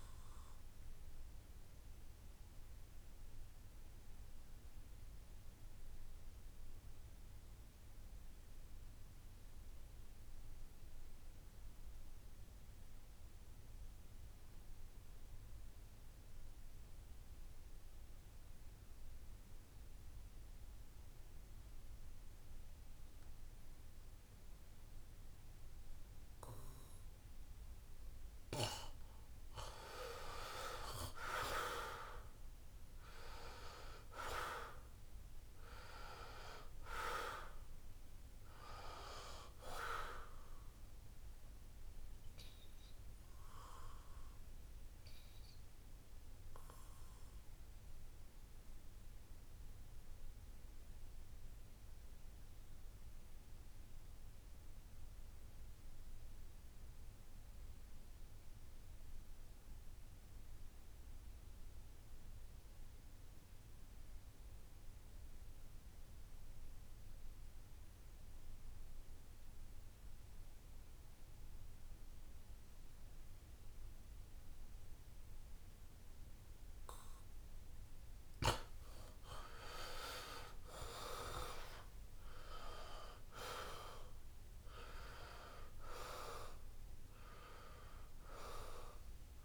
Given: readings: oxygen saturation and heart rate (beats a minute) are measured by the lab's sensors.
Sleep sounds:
breathing in sleep by a room microphone; 2
0.00-12.00 s: oxygen desaturation (device-marked, oxygen 80% lowest, heart rate 66 extreme)
0.50-26.50 s: obstructive apnea (oxygen 94% before, 80% lowest, heart rate 71 before, 63 extreme, up 6 after)
24.00-60.00 s: oxygen desaturation (device-marked, oxygen 97% before, 80% lowest, heart rate 67 before, 61 extreme)
31.50-35.50 s: arousal
44.50-78.00 s: obstructive apnea (oxygen 97% before, 80% lowest, heart rate 70 before, 61 extreme, up 6 after)
74.00-89.45 s: oxygen desaturation (device-marked, oxygen 96% before, 81% lowest, heart rate 66 before, 63 extreme)
81.00-85.00 s: arousal
From the record:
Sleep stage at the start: N2 (light sleep); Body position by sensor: on the back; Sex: male

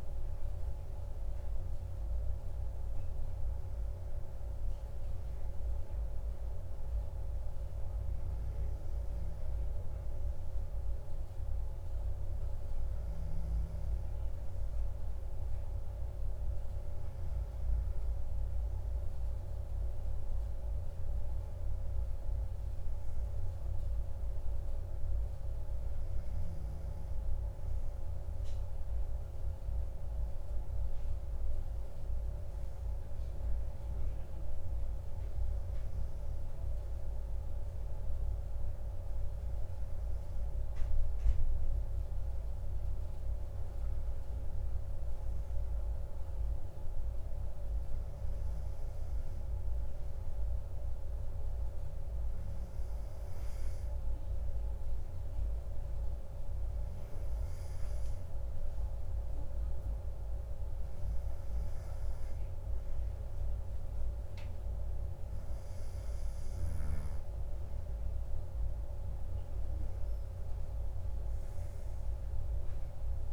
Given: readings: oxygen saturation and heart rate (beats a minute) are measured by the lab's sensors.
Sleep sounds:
breathing in sleep, hard to hear, by a room microphone; none
9.50-69.50 s: new sleep stage, N2 (light sleep)
69.50-73.33 s: new sleep stage, N1 (lightest sleep)
From the record:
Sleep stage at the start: N1 (lightest sleep); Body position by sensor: on the right side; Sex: male

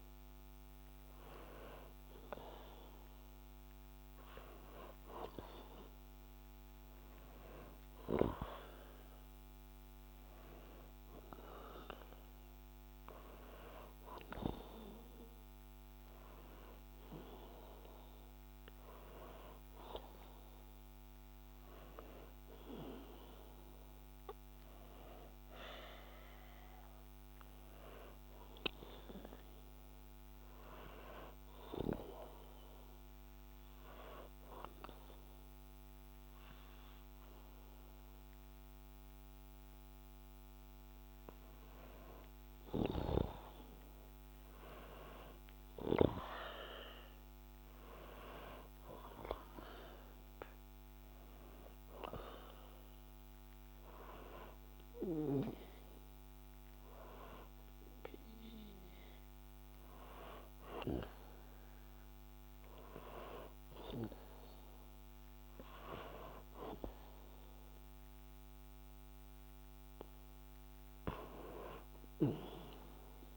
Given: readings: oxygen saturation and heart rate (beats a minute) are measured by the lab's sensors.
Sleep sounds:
breathing in sleep by a microphone on the trachea; 2
24.50-28.50 s: arousal
31.50-42.00 s: obstructive apnea (oxygen 95% before, 92% lowest, heart rate 62 before, 61 extreme, up 0 after)
44.00-48.00 s: arousal
51.00-61.00 s: hypopnea (oxygen 94% before, 92% lowest, heart rate 62 before, 61 extreme, up 2 after)
63.50-67.50 s: arousal
From the record:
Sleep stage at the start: N2 (light sleep); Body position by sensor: on the back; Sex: male

